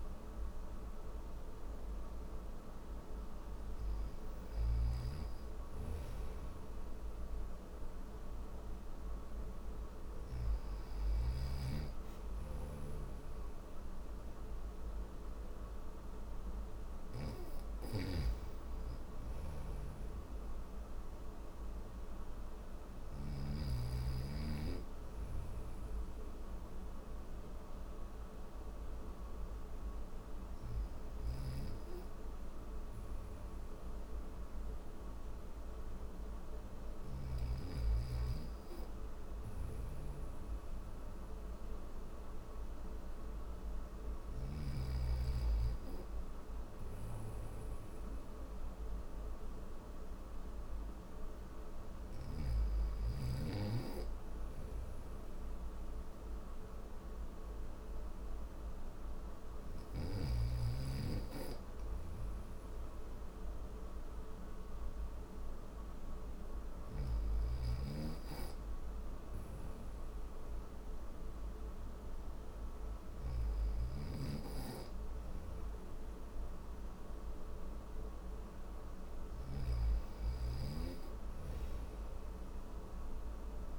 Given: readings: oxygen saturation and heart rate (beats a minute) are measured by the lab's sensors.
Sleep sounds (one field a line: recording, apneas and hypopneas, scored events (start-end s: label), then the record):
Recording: breathing in sleep by a room microphone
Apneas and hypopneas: none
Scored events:
0.00-1.00 s: oxygen desaturation (device-marked, oxygen 92% lowest, heart rate 59 extreme)
0.00-9.50 s: snoring (device-marked)
11.50-16.50 s: snoring (device-marked)
18.50-22.50 s: snoring (device-marked)
30.00-36.50 s: snoring (device-marked)
38.50-43.50 s: snoring (device-marked)
66.00-78.50 s: snoring (device-marked)
From the record:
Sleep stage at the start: N3 (deep sleep)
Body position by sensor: on the back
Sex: male